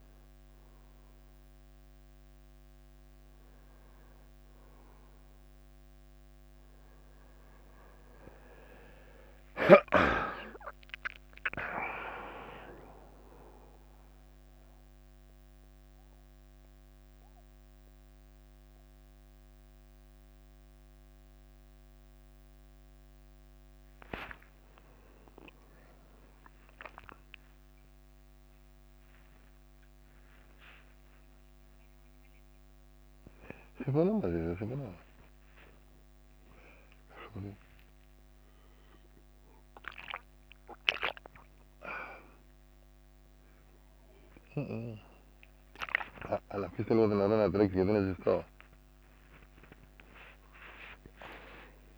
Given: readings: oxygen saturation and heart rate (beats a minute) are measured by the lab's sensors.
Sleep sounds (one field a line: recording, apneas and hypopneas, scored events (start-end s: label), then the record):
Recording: a person awake in a sleep study, by a microphone on the trachea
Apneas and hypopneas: none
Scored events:
13.00-27.00 s: drop in pulse transit time (device-marked, heart rate 96 before, 93 extreme)
From the record:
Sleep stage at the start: awake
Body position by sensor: on the right side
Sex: male